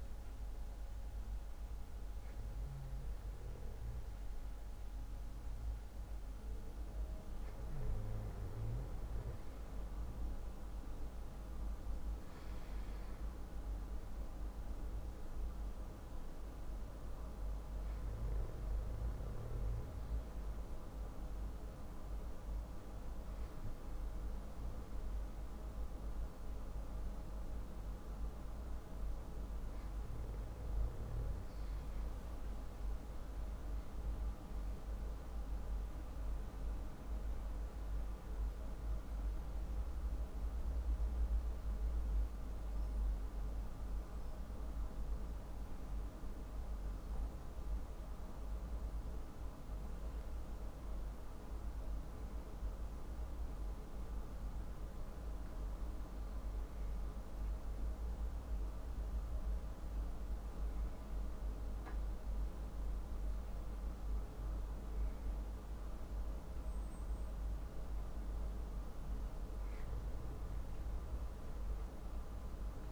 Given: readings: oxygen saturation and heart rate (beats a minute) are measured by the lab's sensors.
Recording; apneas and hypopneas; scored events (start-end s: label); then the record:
breathing in sleep, hard to hear, by a room microphone; none
none scored
From the record:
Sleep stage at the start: REM sleep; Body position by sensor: on the back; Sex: male